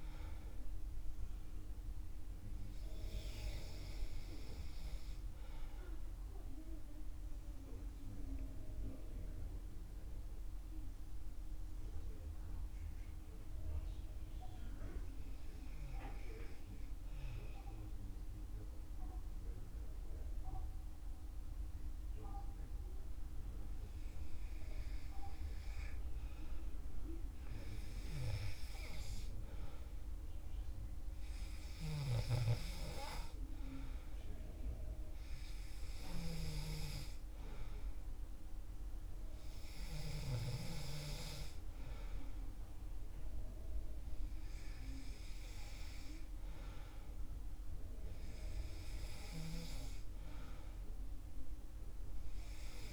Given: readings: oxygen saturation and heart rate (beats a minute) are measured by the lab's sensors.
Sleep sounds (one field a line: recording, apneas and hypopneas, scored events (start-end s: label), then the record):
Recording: breathing in sleep by a room microphone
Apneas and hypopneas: 1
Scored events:
7.50-24.00 s: hypopnea (oxygen 97% before, 94% lowest, heart rate 65 before, 63 extreme, up 3 after)
26.00-30.00 s: arousal
35.50-52.50 s: oxygen desaturation (device-marked, oxygen 97% before, 94% lowest, heart rate 65 before, 65 extreme)
From the record:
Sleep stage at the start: N2 (light sleep)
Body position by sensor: on the back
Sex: male